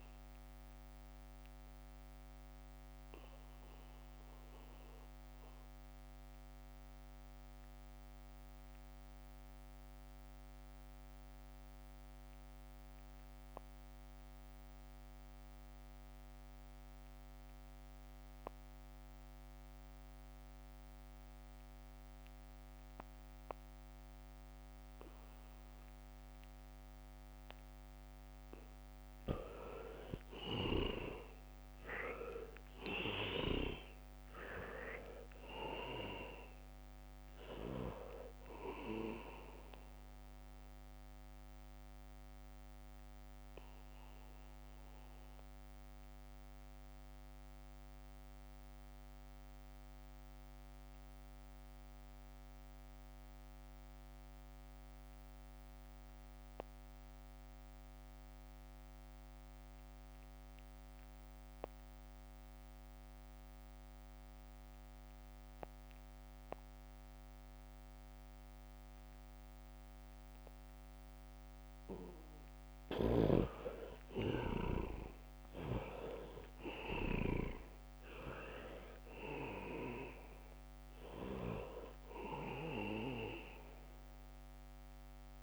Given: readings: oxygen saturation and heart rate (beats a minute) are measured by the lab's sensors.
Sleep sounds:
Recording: breathing in sleep by a microphone on the trachea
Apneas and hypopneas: 2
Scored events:
0.00-18.00 s: oxygen desaturation (device-marked, oxygen 76% lowest, heart rate 62 extreme)
1.50-28.00 s: mixed apnea (oxygen 98% before, 76% lowest, heart rate 66 before, 62 extreme, up 0 after)
25.00-56.00 s: oxygen desaturation (device-marked, oxygen 99% before, 77% lowest, heart rate 72 before, 61 extreme)
26.50-28.50 s: leg movement (device-marked)
28.50-30.50 s: leg movement (device-marked)
31.50-33.00 s: leg movement (device-marked)
32.50-36.00 s: arousal
37.50-40.50 s: leg movement (device-marked)
40.50-71.00 s: obstructive apnea (oxygen 99% before, 75% lowest, heart rate 68 before, 61 extreme, up 3 after)
60.50-62.00 s: leg movement (device-marked)
61.00-85.43 s: oxygen desaturation (device-marked, oxygen 99% before, 75% lowest, heart rate 72 before, 58 extreme)
65.00-65.50 s: leg movement (device-marked)
74.50-79.50 s: arousal
From the record:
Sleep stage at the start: N2 (light sleep)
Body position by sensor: on the back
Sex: male

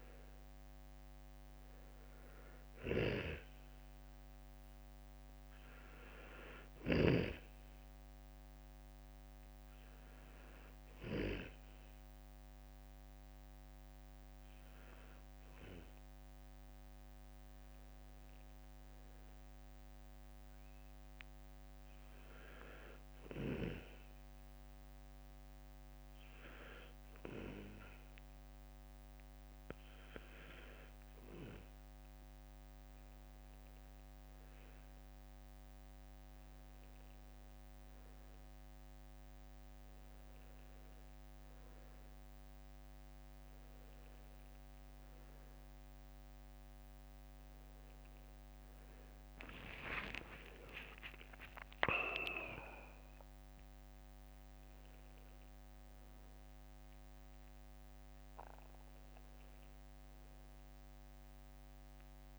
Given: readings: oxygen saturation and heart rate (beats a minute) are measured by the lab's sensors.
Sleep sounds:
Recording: a person partly awake in a sleep study, by a microphone on the trachea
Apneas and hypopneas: 1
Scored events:
0.00-1.00 s: arousal
5.50-7.50 s: bradycardia (device-marked, heart rate 68 before, 61 extreme)
8.50-13.50 s: bradycardia (device-marked, heart rate 68 before, 59 extreme)
17.50-31.50 s: hypopnea (oxygen 94% before, 92% lowest, heart rate 63 before, 60 extreme, up 7 after)
36.50-62.39 s: new sleep stage, awake
53.50-62.39 s: drop in pulse transit time (device-marked, heart rate 66 before, 63 extreme)
From the record:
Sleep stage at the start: N2 (light sleep)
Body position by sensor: on the right side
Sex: male

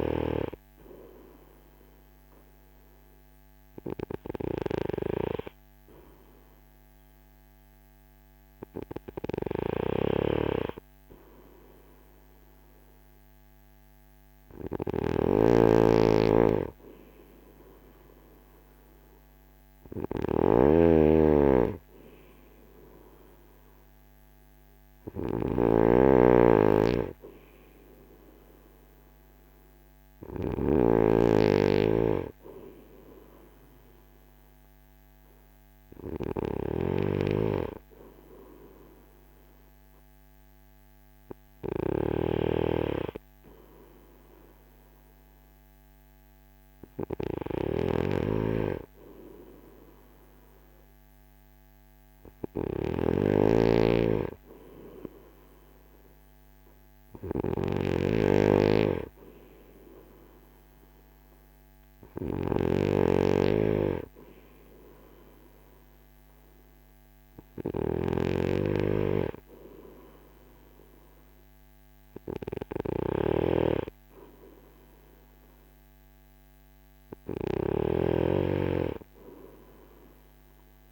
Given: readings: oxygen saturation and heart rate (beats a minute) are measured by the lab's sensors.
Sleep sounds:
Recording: breathing in sleep by a microphone on the trachea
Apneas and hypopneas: none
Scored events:
9.50-80.92 s: snoring (device-marked)
From the record:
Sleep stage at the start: N2 (light sleep)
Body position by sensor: on the front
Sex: male

